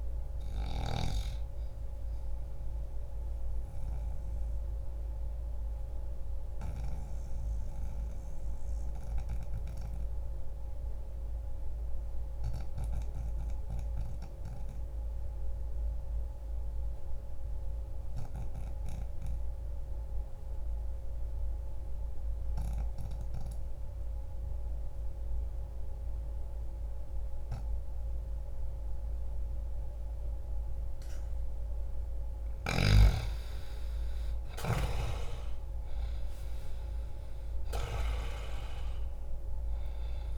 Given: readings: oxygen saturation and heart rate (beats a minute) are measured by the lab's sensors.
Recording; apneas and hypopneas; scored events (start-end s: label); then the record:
breathing in sleep by a room microphone; 1
0.00-20.00 s: oxygen desaturation (device-marked, oxygen 88% lowest, heart rate 60 extreme)
2.00-32.00 s: obstructive apnea (oxygen 97% before, 84% lowest, heart rate 60 before, 60 extreme, up 2 after)
30.00-40.38 s: oxygen desaturation (device-marked, oxygen 96% before, 87% lowest, heart rate 60 before, 60 extreme)
34.00-36.50 s: arousal
From the record:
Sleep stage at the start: N2 (light sleep); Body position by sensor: on the back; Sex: male